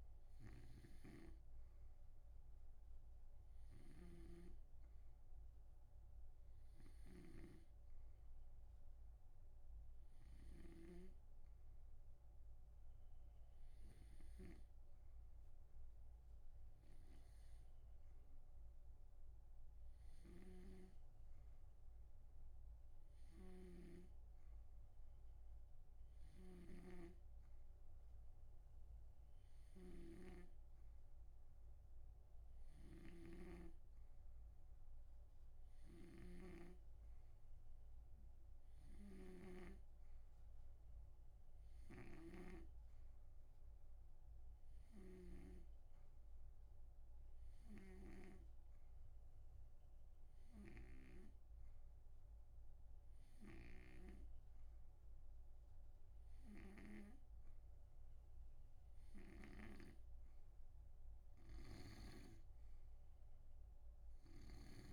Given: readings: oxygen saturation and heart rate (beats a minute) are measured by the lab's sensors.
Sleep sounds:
breathing in sleep by a room microphone; none
0.00-40.00 s: snoring (device-marked)
42.00-46.00 s: snoring (device-marked)
48.00-51.50 s: snoring (device-marked)
53.50-57.50 s: snoring (device-marked)
From the record:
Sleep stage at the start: N2 (light sleep); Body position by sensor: on the right side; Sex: male

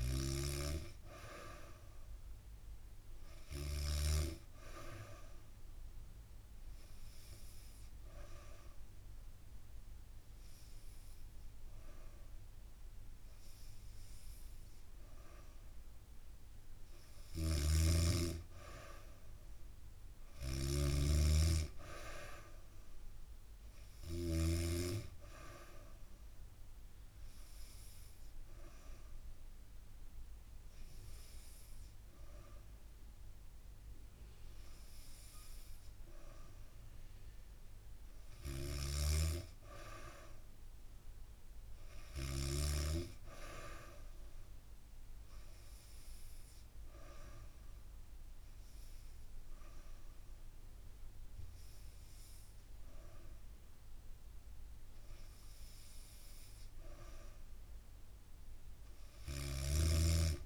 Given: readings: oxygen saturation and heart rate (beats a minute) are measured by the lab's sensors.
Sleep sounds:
breathing in sleep by a room microphone; 3
0.00-3.50 s: snoring (device-marked)
5.50-16.50 s: hypopnea (oxygen 94% before, 92% lowest, heart rate 70 before, 67 extreme, up 3 after)
16.50-24.00 s: snoring (device-marked)
19.00-23.50 s: arousal
26.00-36.50 s: hypopnea (oxygen 95% before, 92% lowest, heart rate 72 before, 67 extreme, up 4 after)
38.00-42.00 s: arousal
38.00-42.00 s: snoring (device-marked)
44.50-55.00 s: hypopnea (oxygen 95% before, 92% lowest, heart rate 70 before, 68 extreme, up 0 after)
58.50-60.46 s: snoring (device-marked)
From the record:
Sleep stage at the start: N2 (light sleep); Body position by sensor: on the back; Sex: female

